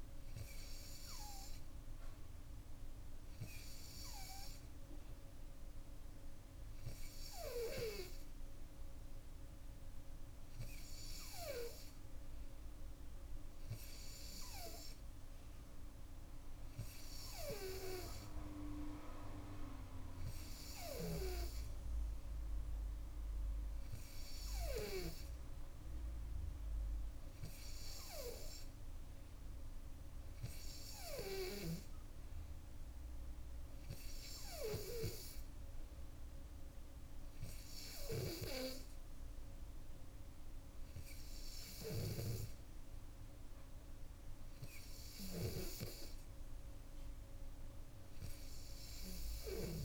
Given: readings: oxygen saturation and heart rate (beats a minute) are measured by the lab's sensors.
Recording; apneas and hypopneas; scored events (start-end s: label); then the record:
breathing in sleep by a room microphone; none
none scored
From the record:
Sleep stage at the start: N2 (light sleep); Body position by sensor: on the back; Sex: female